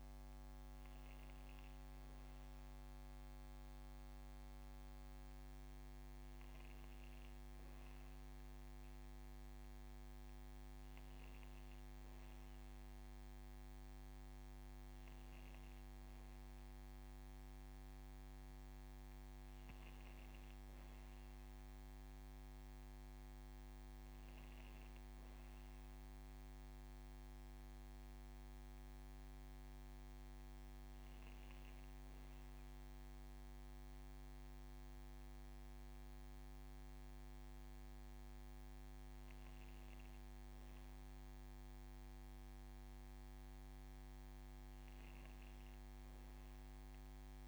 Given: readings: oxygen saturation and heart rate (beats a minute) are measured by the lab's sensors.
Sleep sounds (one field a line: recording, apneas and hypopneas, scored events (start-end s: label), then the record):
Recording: breathing in sleep, hard to hear, by a microphone on the trachea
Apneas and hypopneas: none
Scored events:
32.00-36.50 s: arousal
From the record:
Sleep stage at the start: N1 (lightest sleep)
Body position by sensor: on the back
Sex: female